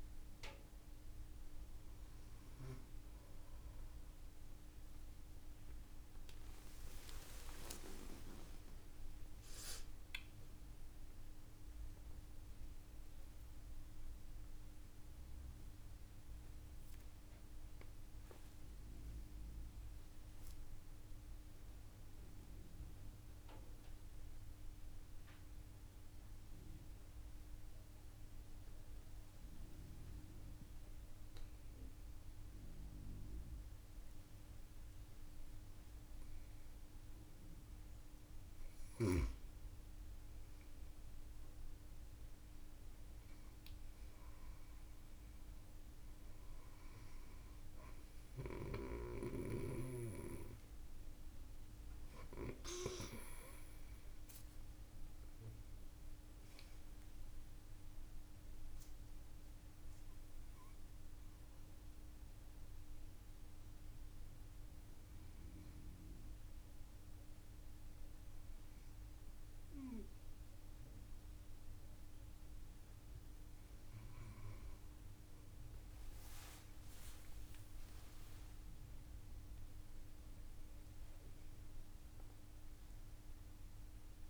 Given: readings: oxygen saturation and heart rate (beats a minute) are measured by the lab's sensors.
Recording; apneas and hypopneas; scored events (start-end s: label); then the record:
breathing in sleep by a room microphone; 2
6.00-10.00 s: arousal
12.50-38.50 s: mixed apnea (oxygen 94% before, 93% lowest)
40.50-43.50 s: arousal
46.50-69.50 s: oxygen desaturation (device-marked, oxygen 96% before, 93% lowest)
59.00-73.50 s: obstructive apnea (oxygen 96% before, 93% lowest)
76.50-80.50 s: arousal
From the record:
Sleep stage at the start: N2 (light sleep); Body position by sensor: on the right side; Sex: female